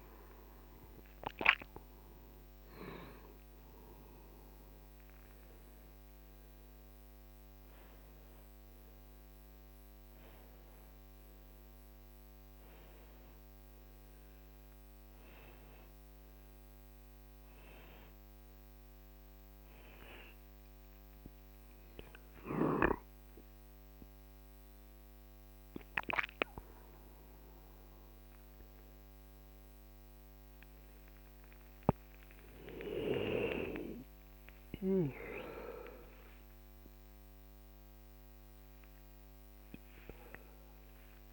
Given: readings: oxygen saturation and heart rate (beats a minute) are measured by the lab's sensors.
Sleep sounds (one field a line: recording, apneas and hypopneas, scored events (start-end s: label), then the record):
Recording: a person awake in a sleep study, by a microphone on the trachea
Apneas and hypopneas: none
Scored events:
8.00-14.00 s: oxygen desaturation (device-marked, oxygen 99% before, 93% lowest, heart rate 69 before, 60 extreme)
From the record:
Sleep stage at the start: awake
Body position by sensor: on the right side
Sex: male